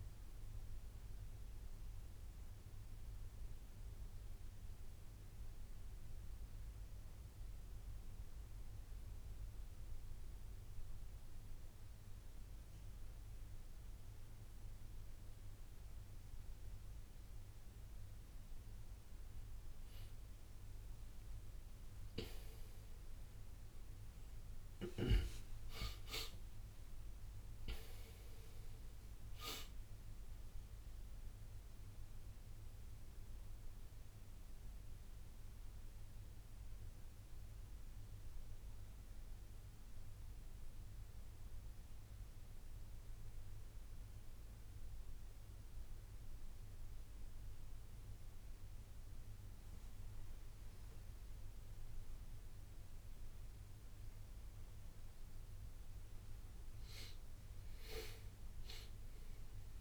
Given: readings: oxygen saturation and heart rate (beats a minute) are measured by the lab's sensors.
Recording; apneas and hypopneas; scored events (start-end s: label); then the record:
a person awake in a sleep study, by a room microphone; none
none scored
From the record:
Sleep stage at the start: awake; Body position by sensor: on the right side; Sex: male